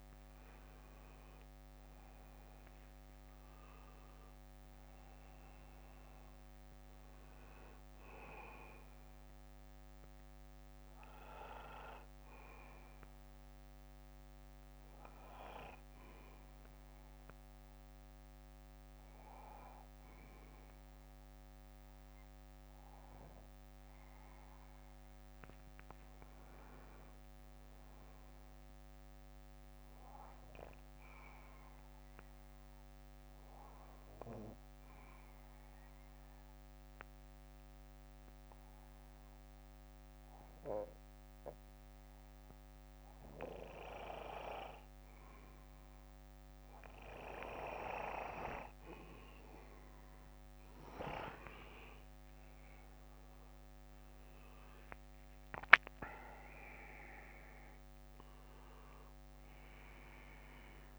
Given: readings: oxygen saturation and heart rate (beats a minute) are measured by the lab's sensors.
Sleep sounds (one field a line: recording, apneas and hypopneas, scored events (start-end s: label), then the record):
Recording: breathing in sleep by a microphone on the trachea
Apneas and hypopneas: 2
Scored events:
1.50-5.00 s: arousal
6.00-32.00 s: oxygen desaturation (device-marked, oxygen 96% before, 92% lowest, heart rate 60 before, 48 extreme)
8.00-11.00 s: bradycardia (device-marked, heart rate 60 before, 61 extreme)
12.00-14.00 s: bradycardia (device-marked, heart rate 60 before, 56 extreme)
15.00-25.50 s: obstructive apnea (oxygen 96% before, 91% lowest, heart rate 63 before, 48 extreme, up 17 after)
16.00-26.00 s: bradycardia (device-marked, heart rate 60 before, 50 extreme)
28.00-30.50 s: arousal
31.00-39.00 s: bradycardia (device-marked, heart rate 60 before, 48 extreme)
33.50-47.50 s: obstructive apnea (oxygen 96% before, 91% lowest, heart rate 58 before, 50 extreme, up 15 after)
47.00-51.00 s: bradycardia (device-marked, heart rate 60 before, 59 extreme)
53.50-58.00 s: arousal
59.00-60.99 s: oxygen desaturation (device-marked, oxygen 95% before, 91% lowest, heart rate 63 before, 49 extreme)
From the record:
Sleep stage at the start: N2 (light sleep)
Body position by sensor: on the back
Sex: male